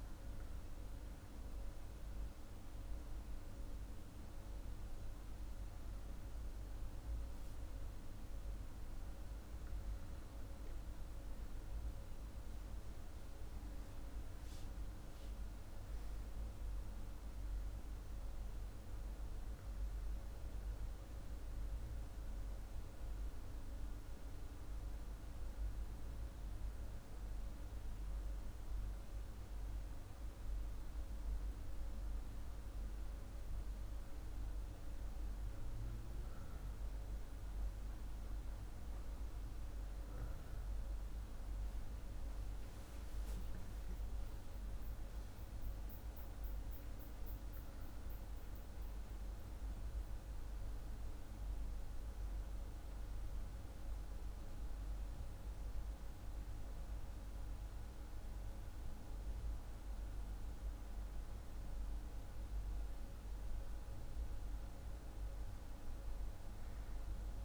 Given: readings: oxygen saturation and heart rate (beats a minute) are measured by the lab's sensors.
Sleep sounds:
breathing in sleep, hard to hear, by a room microphone; none
none scored
From the record:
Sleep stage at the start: N2 (light sleep); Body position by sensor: on the back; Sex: male

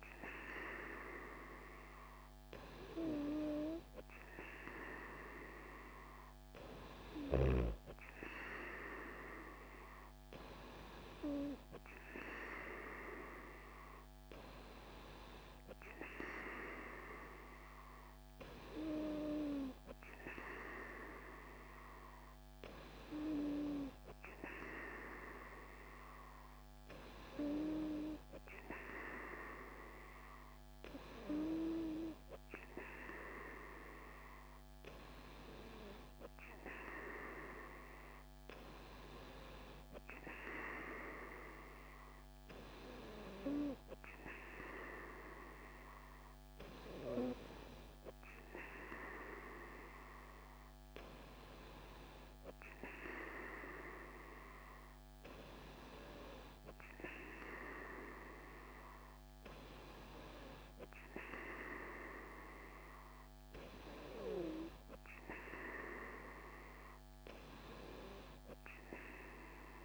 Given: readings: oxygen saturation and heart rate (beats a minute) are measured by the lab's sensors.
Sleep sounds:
breathing in sleep by a microphone on the trachea; none
none scored
From the record:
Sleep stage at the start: N3 (deep sleep); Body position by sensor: on the right side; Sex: female

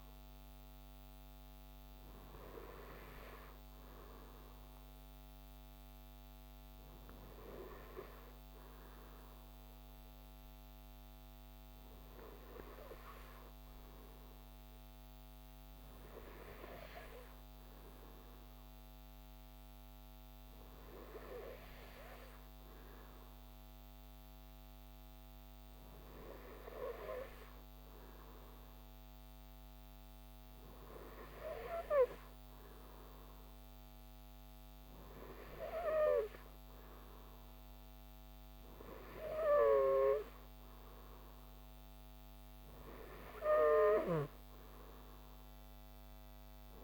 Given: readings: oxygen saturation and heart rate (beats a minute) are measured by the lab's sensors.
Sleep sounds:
breathing in sleep by a microphone on the trachea; none
none scored
From the record:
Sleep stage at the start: N2 (light sleep); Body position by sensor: on the right side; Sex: male

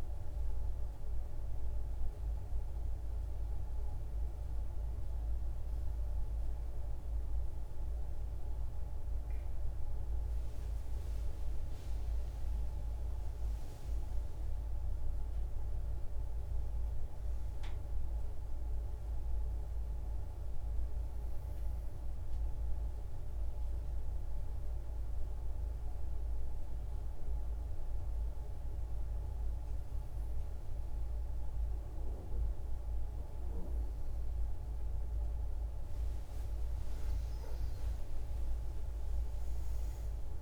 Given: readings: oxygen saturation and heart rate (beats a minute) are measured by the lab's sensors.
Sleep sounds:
breathing in sleep, hard to hear, by a room microphone; 2
1.50-11.50 s: obstructive apnea (oxygen 97% before, 90% lowest, heart rate 115 before, 53 extreme, up 47 after)
12.50-16.00 s: arousal
19.50-34.50 s: oxygen desaturation (device-marked, oxygen 95% before, 92% lowest, heart rate 87 before, 53 extreme)
21.00-34.50 s: obstructive apnea (oxygen 97% before, 90% lowest, heart rate 85 before, 53 extreme, up 12 after)
37.00-40.42 s: arousal
From the record:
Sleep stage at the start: N2 (light sleep); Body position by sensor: on the back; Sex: female

